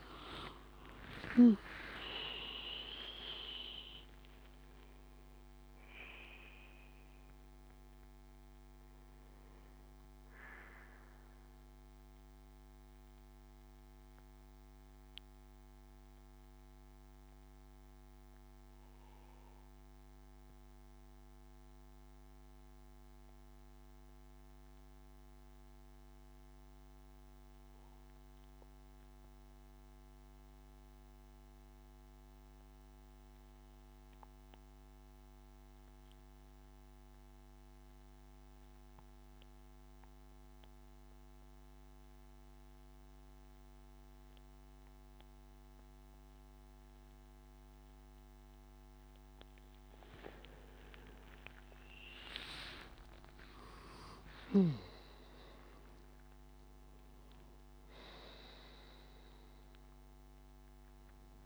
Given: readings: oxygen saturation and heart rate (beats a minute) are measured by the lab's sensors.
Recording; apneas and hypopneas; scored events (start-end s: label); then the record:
breathing in sleep by a microphone on the trachea; 1
0.00-1.50 s: arousal
0.00-14.00 s: oxygen desaturation (device-marked, oxygen 87% lowest, heart rate 60 extreme)
11.50-48.00 s: mixed apnea (oxygen 97% before, 87% lowest, heart rate 81 before, 60 extreme, up 13 after)
43.00-61.46 s: oxygen desaturation (device-marked, oxygen 99% before, 88% lowest, heart rate 71 before, 65 extreme)
52.50-56.50 s: arousal
From the record:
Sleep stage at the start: N2 (light sleep); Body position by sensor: on the back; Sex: male